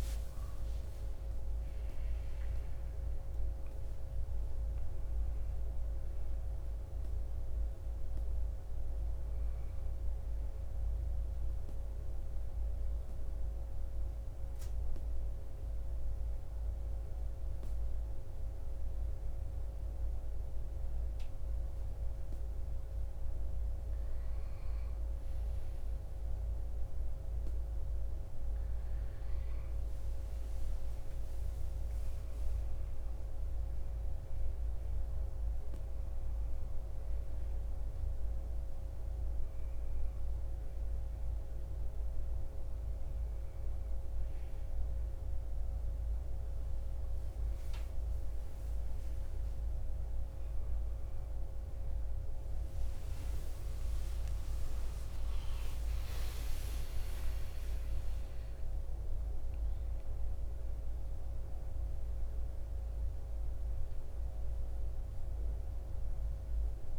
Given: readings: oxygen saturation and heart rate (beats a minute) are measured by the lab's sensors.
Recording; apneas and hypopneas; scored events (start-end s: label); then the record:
breathing in sleep, hard to hear, by a room microphone; 1
10.50-23.50 s: mixed apnea (oxygen 94% before, 90% lowest)
26.00-31.50 s: arousal
36.50-50.50 s: oxygen desaturation (device-marked, oxygen 95% before, 90% lowest)
55.00-60.00 s: arousal
From the record:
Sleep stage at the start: N1 (lightest sleep); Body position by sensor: on the right side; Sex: male